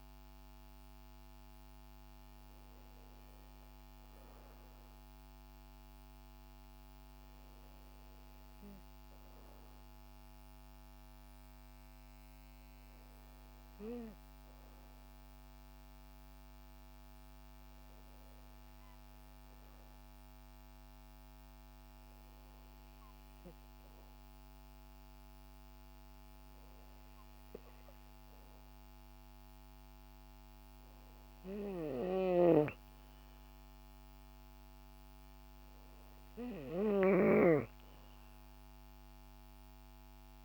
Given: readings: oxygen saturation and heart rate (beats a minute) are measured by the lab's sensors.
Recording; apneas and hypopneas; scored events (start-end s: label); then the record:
breathing in sleep by a microphone on the trachea; 1
6.00-10.00 s: arousal
16.00-28.00 s: hypopnea (oxygen 95% before, 91% lowest, heart rate 59 before, 56 extreme, up 2 after)
25.50-40.45 s: oxygen desaturation (device-marked, oxygen 94% before, 91% lowest, heart rate 57 before, 55 extreme)
29.50-32.00 s: arousal
32.00-40.45 s: snoring (device-marked)
From the record:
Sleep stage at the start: N2 (light sleep); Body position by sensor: on the back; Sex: female